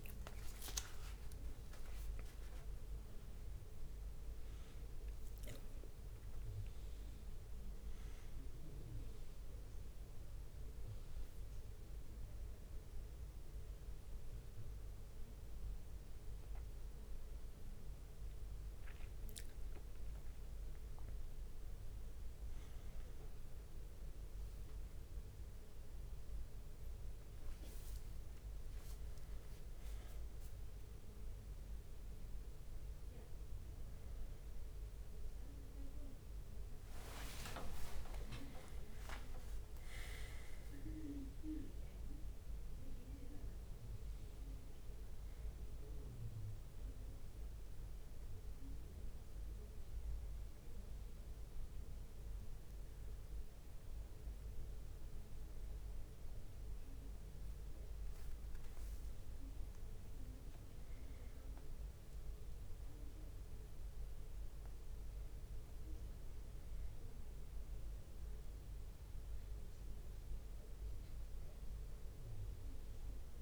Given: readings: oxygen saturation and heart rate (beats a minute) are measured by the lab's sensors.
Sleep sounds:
a person awake in a sleep study, by a room microphone; none
0.00-3.50 s: drop in pulse transit time (device-marked, heart rate 64 extreme)
1.50-3.50 s: long interval between heartbeats (device-marked, heart rate 67 before, 73 extreme)
37.50-39.50 s: long interval between heartbeats (device-marked, heart rate 66 before, 84 extreme)
37.50-40.50 s: leg movement (device-marked)
61.50-64.00 s: leg movement (device-marked)
From the record:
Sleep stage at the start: awake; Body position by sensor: on the back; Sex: male

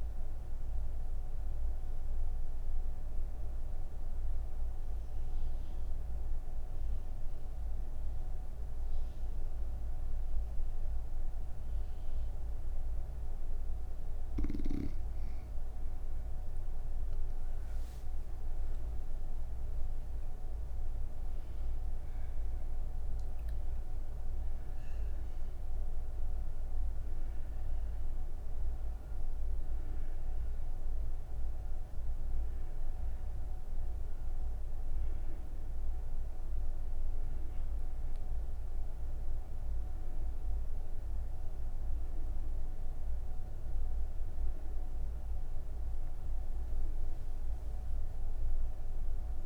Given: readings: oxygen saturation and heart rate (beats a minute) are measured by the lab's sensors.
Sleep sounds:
breathing in sleep, hard to hear, by a room microphone; none
18.00-49.46 s: oxygen desaturation (device-marked, oxygen 99% before, 88% lowest)
From the record:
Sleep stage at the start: N3 (deep sleep); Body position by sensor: on the right side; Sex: female

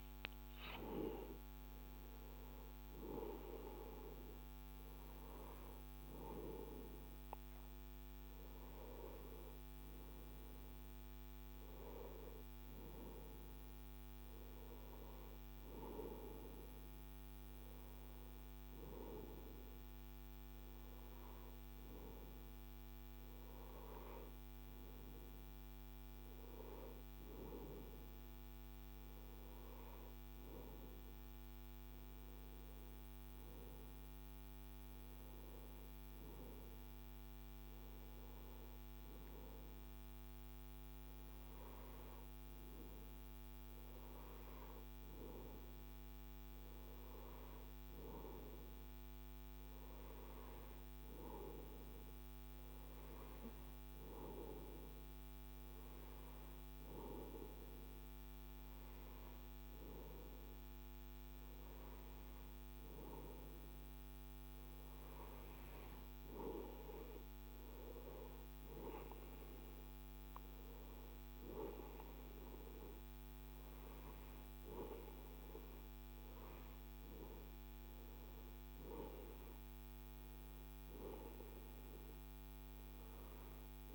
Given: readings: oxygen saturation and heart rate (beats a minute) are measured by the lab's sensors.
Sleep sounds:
breathing in sleep by a microphone on the trachea; none
22.50-83.95 s: new sleep stage, N2 (light sleep)
From the record:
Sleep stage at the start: N1 (lightest sleep); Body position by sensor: on the right side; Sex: male

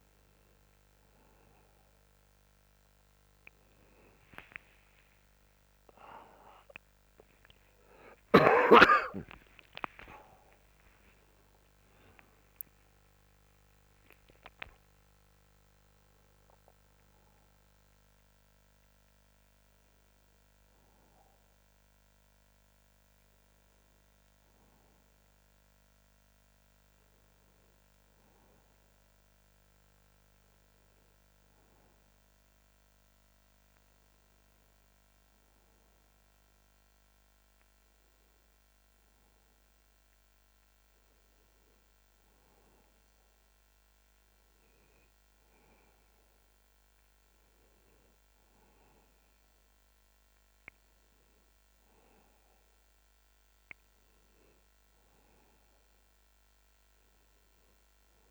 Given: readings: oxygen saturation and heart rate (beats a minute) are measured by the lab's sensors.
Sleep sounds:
a person awake in a sleep study, by a microphone on the trachea; none
none scored
From the record:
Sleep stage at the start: awake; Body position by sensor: on the back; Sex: male

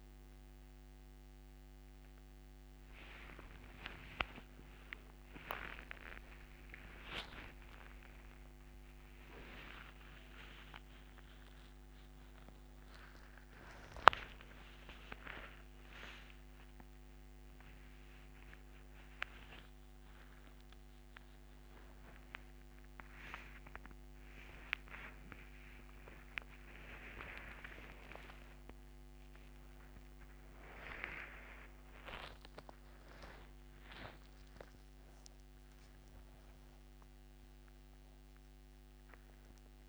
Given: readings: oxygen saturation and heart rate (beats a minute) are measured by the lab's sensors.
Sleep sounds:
a person awake in a sleep study, by a microphone on the trachea; none
19.50-39.89 s: oxygen desaturation (device-marked, oxygen 96% before, 88% lowest)
From the record:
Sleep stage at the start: awake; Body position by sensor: upright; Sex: male

